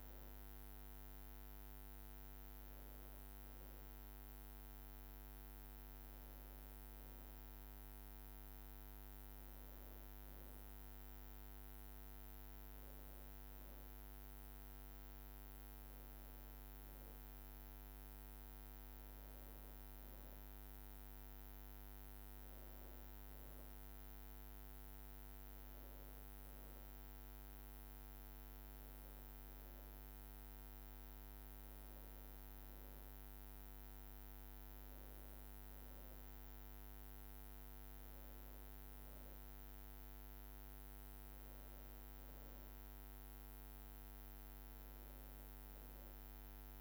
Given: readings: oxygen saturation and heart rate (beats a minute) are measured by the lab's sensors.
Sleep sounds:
breathing in sleep, hard to hear, by a microphone on the trachea; none
none scored
From the record:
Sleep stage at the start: N2 (light sleep); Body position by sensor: on the back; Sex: female

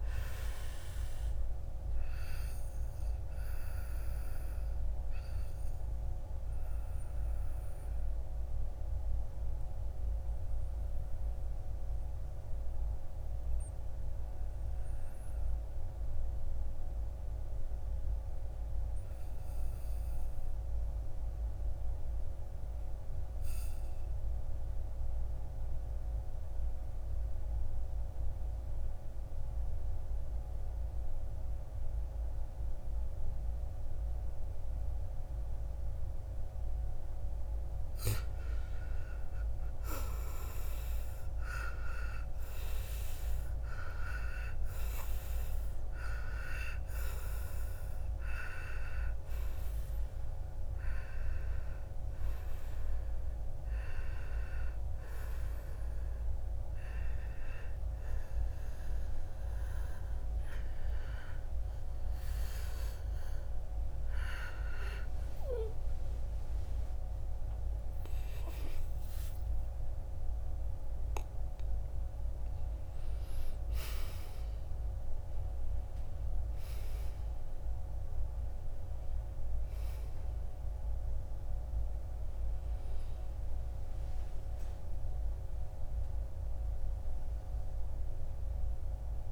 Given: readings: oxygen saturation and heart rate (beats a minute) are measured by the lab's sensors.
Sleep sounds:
breathing in sleep by a room microphone; 2
0.00-10.50 s: oxygen desaturation (device-marked, oxygen 77% lowest, heart rate 55 extreme)
1.50-36.50 s: obstructive apnea (oxygen 94% before, 77% lowest, heart rate 69 before, 55 extreme, up 11 after)
28.50-61.50 s: oxygen desaturation (device-marked, oxygen 99% before, 78% lowest, heart rate 58 before, 61 extreme)
38.00-42.50 s: arousal
49.50-67.00 s: hypopnea (oxygen 99% before, 78% lowest, heart rate 67 before, 59 extreme, up 5 after)
69.50-72.50 s: arousal
From the record:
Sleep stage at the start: N2 (light sleep); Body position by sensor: on the back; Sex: male

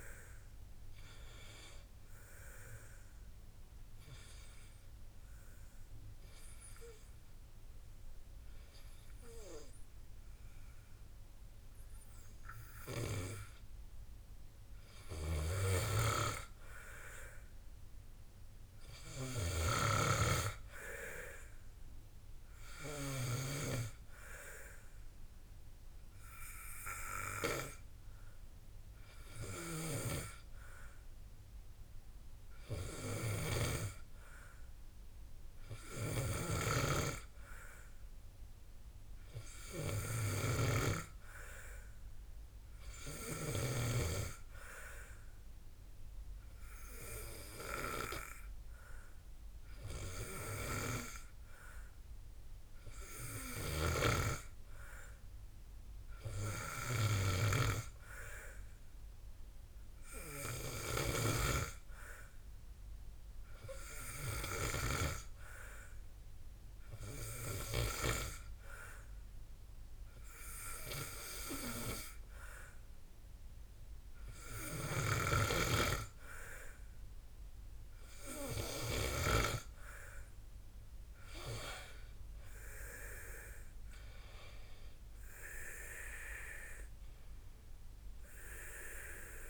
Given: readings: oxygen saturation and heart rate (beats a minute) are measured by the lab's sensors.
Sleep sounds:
breathing in sleep by a room microphone; 2
0.00-13.50 s: oxygen desaturation (device-marked, oxygen 85% lowest, heart rate 52 extreme)
2.00-14.50 s: obstructive apnea (oxygen 91% before, 85% lowest, heart rate 61 before, 52 extreme, up 7 after)
16.50-19.50 s: arousal
24.50-40.50 s: oxygen desaturation (device-marked, oxygen 98% before, 91% lowest, heart rate 56 before, 54 extreme)
25.50-79.00 s: obstructive apnea (oxygen 98% before, 90% lowest, heart rate 56 before, 54 extreme, up 12 after)
36.50-41.00 s: snoring (device-marked)
47.50-62.50 s: oxygen desaturation (device-marked, oxygen 96% before, 93% lowest, heart rate 58 before, 56 extreme)
64.50-77.50 s: oxygen desaturation (device-marked, oxygen 94% before, 91% lowest, heart rate 58 before, 56 extreme)
82.50-86.50 s: arousal
From the record:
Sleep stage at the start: N2 (light sleep); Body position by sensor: on the back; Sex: male

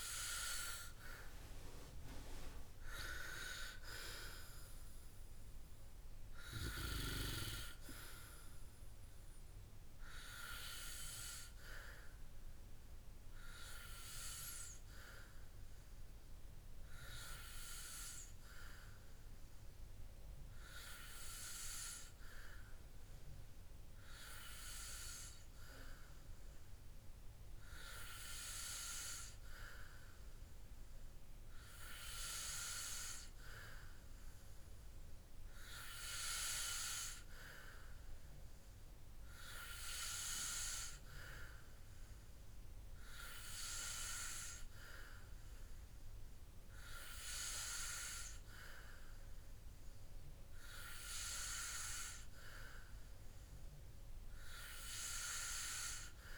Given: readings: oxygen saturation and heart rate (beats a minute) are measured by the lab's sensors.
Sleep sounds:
breathing in sleep by a room microphone; none
none scored
From the record:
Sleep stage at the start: N2 (light sleep); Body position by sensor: on the back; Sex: male

